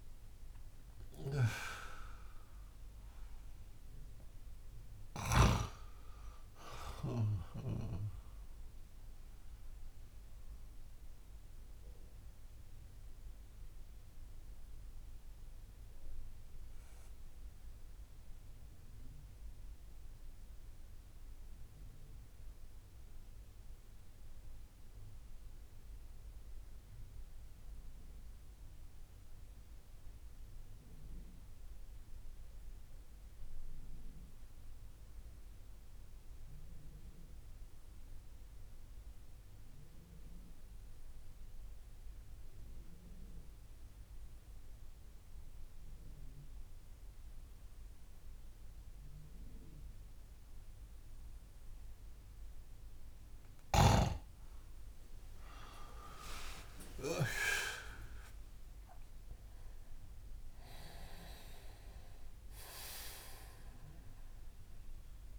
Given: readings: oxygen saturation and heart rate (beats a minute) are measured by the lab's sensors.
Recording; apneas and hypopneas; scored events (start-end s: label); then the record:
breathing in sleep by a room microphone; 1
0.00-5.50 s: oxygen desaturation (device-marked, oxygen 93% lowest)
8.50-51.50 s: mixed apnea (oxygen 97% before, 91% lowest)
14.50-25.50 s: oxygen desaturation (device-marked, oxygen 94% before, 91% lowest)
43.50-65.39 s: oxygen desaturation (device-marked, oxygen 98% before, 92% lowest)
55.50-60.50 s: arousal
From the record:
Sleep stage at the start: N2 (light sleep); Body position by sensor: on the back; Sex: male